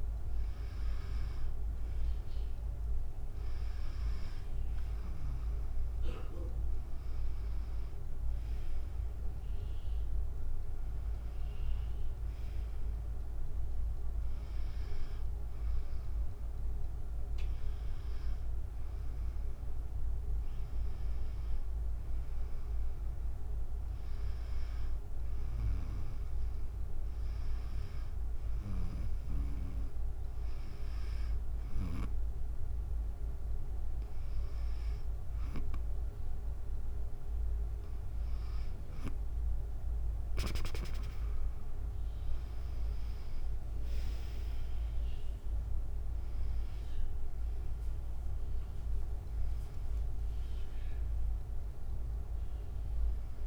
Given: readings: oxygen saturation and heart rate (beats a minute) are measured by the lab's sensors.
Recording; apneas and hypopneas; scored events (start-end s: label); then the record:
breathing in sleep, hard to hear, by a room microphone; none
4.50-18.50 s: drop in pulse transit time (device-marked, heart rate 75 before, 75 extreme)
42.50-53.47 s: drop in pulse transit time (device-marked, heart rate 74 before, 75 extreme)
From the record:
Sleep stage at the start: N2 (light sleep); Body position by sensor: on the back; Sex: female